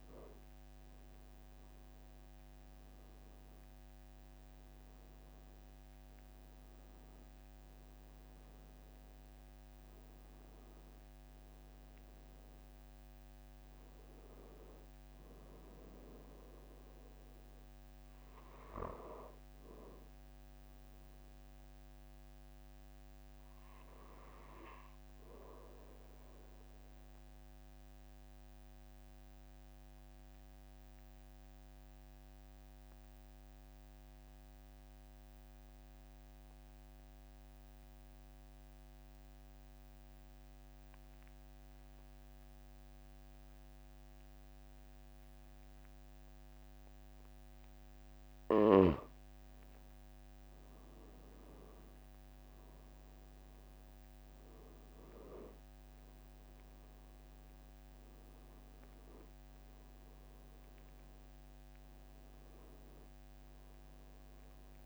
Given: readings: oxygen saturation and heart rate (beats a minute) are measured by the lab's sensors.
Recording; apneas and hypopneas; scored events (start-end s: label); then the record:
breathing in sleep, hard to hear, by a microphone on the trachea; 1
0.00-1.50 s: arousal
26.50-47.50 s: obstructive apnea (oxygen 95% before, 92% lowest, heart rate 46 before, 44 extreme, up 4 after)
50.00-55.00 s: arousal
From the record:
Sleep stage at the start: N2 (light sleep); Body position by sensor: on the back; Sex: male